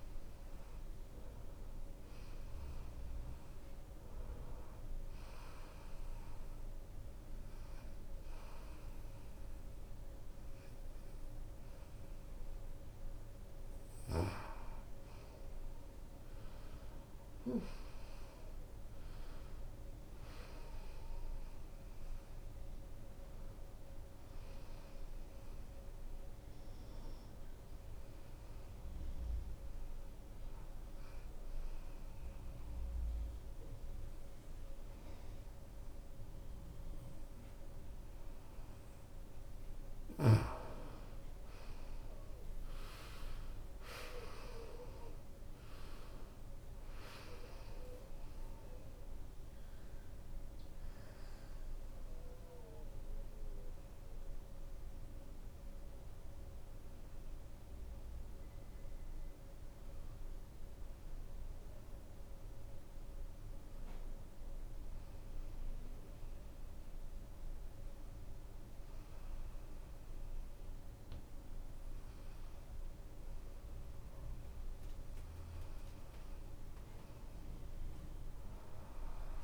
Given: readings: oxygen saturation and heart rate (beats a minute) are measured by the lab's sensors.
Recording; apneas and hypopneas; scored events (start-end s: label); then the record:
a person partly awake in a sleep study, hard to hear, by a room microphone; 3
0.00-13.00 s: drop in pulse transit time (device-marked)
0.00-18.00 s: bradycardia (device-marked)
2.00-4.00 s: long interval between heartbeats (device-marked, heart rate 48 before, 29 extreme)
4.00-14.00 s: hypopnea (oxygen 92% before, 83% lowest)
4.00-34.00 s: new sleep stage, N1 (lightest sleep)
12.00-14.00 s: long interval between heartbeats (device-marked)
16.50-21.00 s: arousal
18.00-20.00 s: long interval between heartbeats (device-marked)
19.00-21.00 s: tachycardia (device-marked, heart rate 69 before, 48 extreme)
19.00-24.00 s: leg movement (device-marked)
20.00-33.00 s: oxygen desaturation (device-marked, oxygen 91% before, 85% lowest)
20.50-22.50 s: long interval between heartbeats (device-marked)
22.50-24.50 s: long interval between heartbeats (device-marked)
25.00-27.00 s: long interval between heartbeats (device-marked, heart rate 39 before, 100 extreme)
26.00-36.00 s: bradycardia (device-marked, heart rate 69 before, 30 extreme)
29.50-31.00 s: leg movement (device-marked)
30.00-40.50 s: obstructive apnea (oxygen 91% before, 83% lowest, heart rate 53 before, 47 extreme, up 60 after)
32.00-33.00 s: leg movement (device-marked)
33.00-52.00 s: drop in pulse transit time (device-marked, heart rate 58 before, 30 extreme)
34.00-79.44 s: new sleep stage, N2 (light sleep)
42.00-63.00 s: oxygen desaturation (device-marked, oxygen 93% before, 83% lowest, heart rate 69 before, 72 extreme)
43.00-47.50 s: arousal
64.50-75.00 s: hypopnea (oxygen 95% before, 85% lowest, heart rate 80 before, 73 extreme, up 8 after)
75.50-79.44 s: leg movement (device-marked)
76.50-79.00 s: arousal
From the record:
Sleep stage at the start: awake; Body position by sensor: on the right side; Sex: female